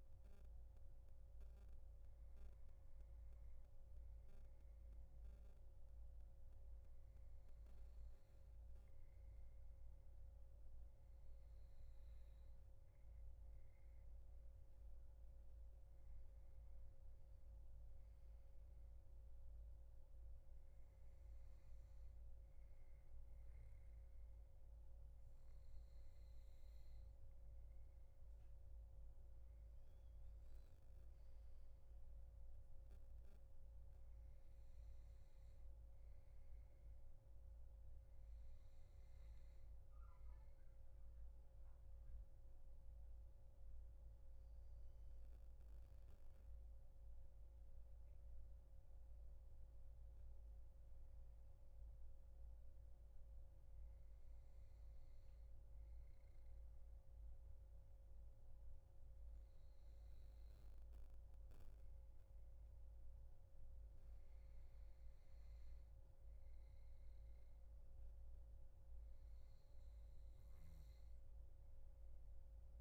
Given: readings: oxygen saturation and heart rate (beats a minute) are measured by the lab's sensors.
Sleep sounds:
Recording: breathing in sleep, hard to hear, by a room microphone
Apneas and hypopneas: 1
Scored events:
43.50-47.50 s: arousal
53.00-67.50 s: hypopnea (oxygen 96% before, 91% lowest, heart rate 75 before, 74 extreme, up 4 after)
69.00-72.00 s: arousal
From the record:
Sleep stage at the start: N2 (light sleep)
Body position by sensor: on the back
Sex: male

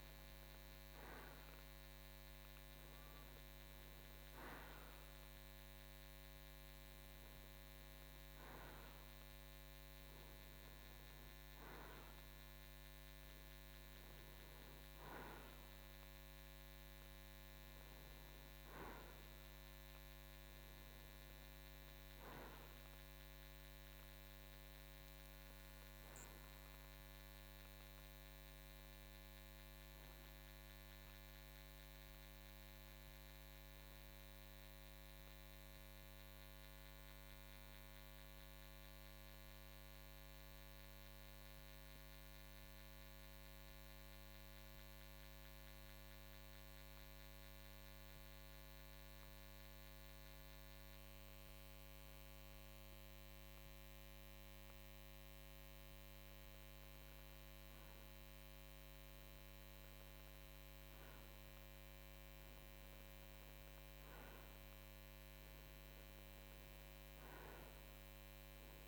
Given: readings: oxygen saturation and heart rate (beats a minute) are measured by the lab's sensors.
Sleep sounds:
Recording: breathing in sleep, hard to hear, by a microphone on the trachea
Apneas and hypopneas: 1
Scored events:
31.50-54.50 s: obstructive apnea (oxygen 92% before, 91% lowest, heart rate 61 before, 49 extreme, up 5 after)
34.50-68.88 s: new sleep stage, N2 (light sleep)
58.00-62.00 s: arousal
From the record:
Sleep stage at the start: REM sleep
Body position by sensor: on the right side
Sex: male

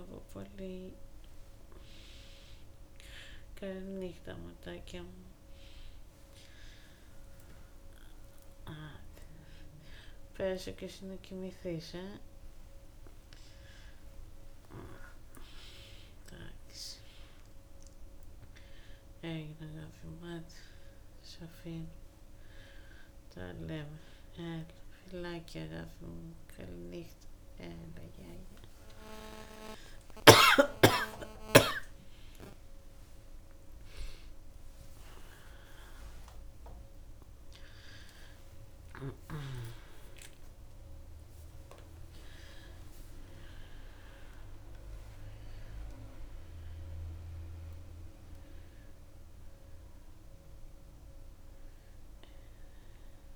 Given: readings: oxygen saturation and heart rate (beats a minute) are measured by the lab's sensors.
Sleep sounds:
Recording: a person awake in a sleep study, by a room microphone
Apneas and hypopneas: none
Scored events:
19.00-30.50 s: snoring (device-marked)
From the record:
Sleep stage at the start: awake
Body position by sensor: on the back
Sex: female

